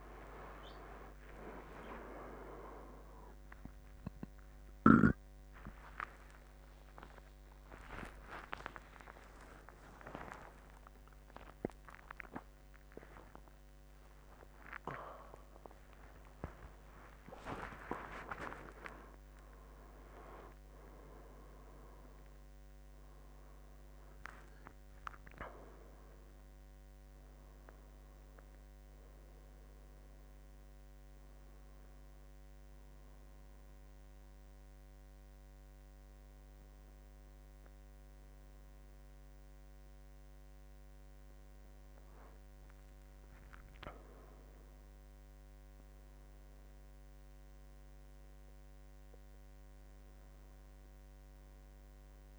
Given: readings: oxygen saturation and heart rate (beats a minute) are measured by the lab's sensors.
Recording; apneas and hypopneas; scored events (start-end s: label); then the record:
a person awake in a sleep study, by a microphone on the trachea; none
0.00-10.50 s: bradycardia (device-marked)
38.50-52.39 s: new sleep stage, N1 (lightest sleep)
From the record:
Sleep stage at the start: awake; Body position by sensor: on the right side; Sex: male